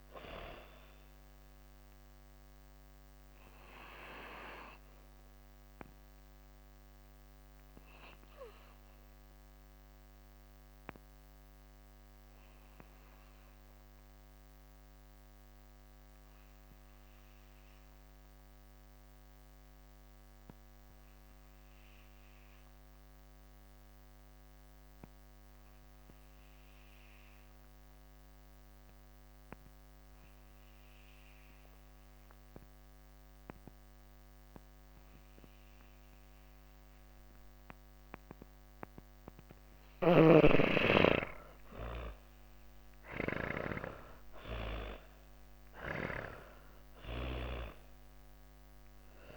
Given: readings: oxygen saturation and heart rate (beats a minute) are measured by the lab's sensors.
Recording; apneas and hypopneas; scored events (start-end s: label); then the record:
breathing in sleep by a microphone on the trachea; 1
0.00-17.50 s: oxygen desaturation (device-marked, oxygen 84% lowest)
2.00-37.50 s: obstructive apnea (oxygen 99% before, 83% lowest)
36.50-49.37 s: oxygen desaturation (device-marked, oxygen 98% before, 83% lowest)
40.00-45.00 s: arousal
From the record:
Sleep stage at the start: N2 (light sleep); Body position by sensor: on the back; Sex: female